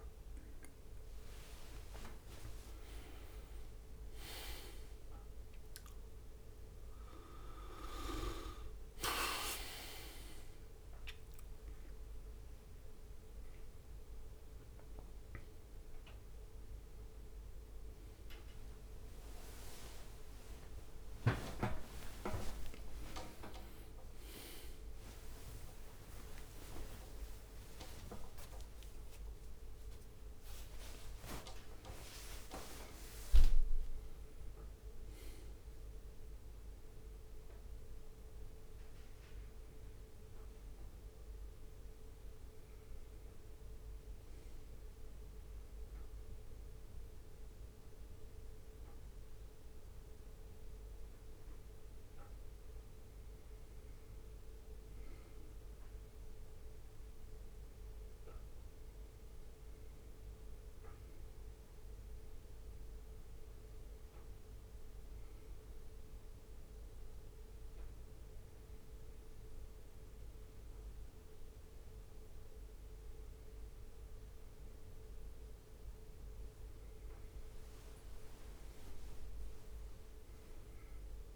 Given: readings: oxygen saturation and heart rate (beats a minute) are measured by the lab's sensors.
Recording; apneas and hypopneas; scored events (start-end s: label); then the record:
a person awake in a sleep study, by a room microphone; 1
17.50-24.00 s: leg movement (device-marked)
21.50-23.50 s: long interval between heartbeats (device-marked, heart rate 71 before, 83 extreme)
26.00-28.00 s: long interval between heartbeats (device-marked, heart rate 72 before, 90 extreme)
32.00-35.50 s: leg movement (device-marked)
47.50-81.36 s: new sleep stage, N1 (lightest sleep)
65.50-76.50 s: hypopnea (oxygen 99% before, 95% lowest, heart rate 67 before, 69 extreme, up 5 after)
76.50-80.00 s: leg movement (device-marked)
78.00-81.36 s: arousal
From the record:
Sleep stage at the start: awake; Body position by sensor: on the back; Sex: male